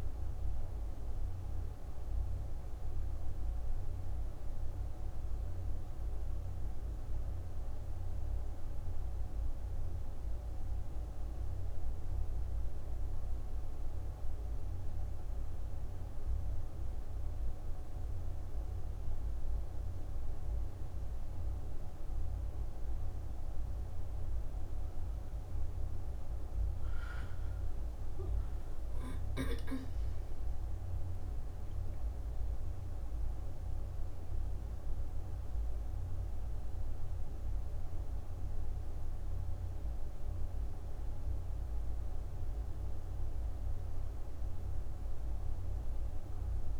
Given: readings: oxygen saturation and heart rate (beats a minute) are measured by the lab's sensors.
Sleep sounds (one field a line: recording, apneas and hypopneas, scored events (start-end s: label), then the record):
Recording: breathing in sleep, hard to hear, by a room microphone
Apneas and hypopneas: none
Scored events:
none scored
From the record:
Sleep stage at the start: N1 (lightest sleep)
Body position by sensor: on the back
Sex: female